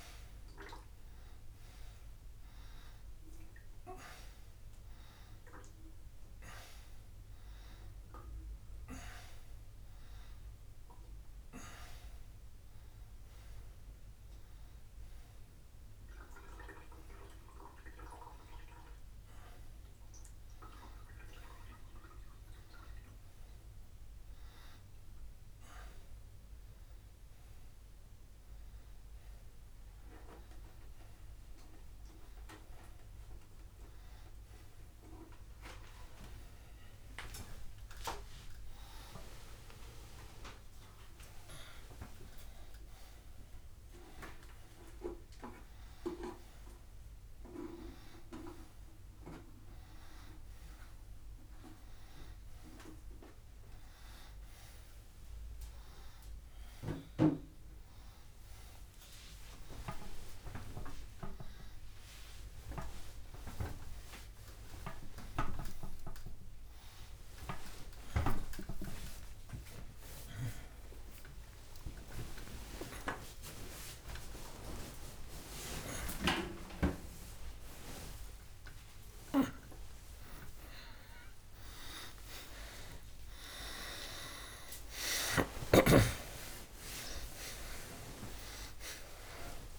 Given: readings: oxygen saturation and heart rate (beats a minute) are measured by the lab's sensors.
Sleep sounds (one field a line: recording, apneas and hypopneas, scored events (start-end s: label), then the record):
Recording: a person awake in a sleep study, by a room microphone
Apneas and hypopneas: none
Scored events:
7.50-35.50 s: oxygen desaturation (device-marked, oxygen 95% before, 92% lowest, heart rate 92 before, 89 extreme)
66.50-79.50 s: oxygen desaturation (device-marked, oxygen 93% before, 90% lowest, heart rate 91 before, 99 extreme)
From the record:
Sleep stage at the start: awake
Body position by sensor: upright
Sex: male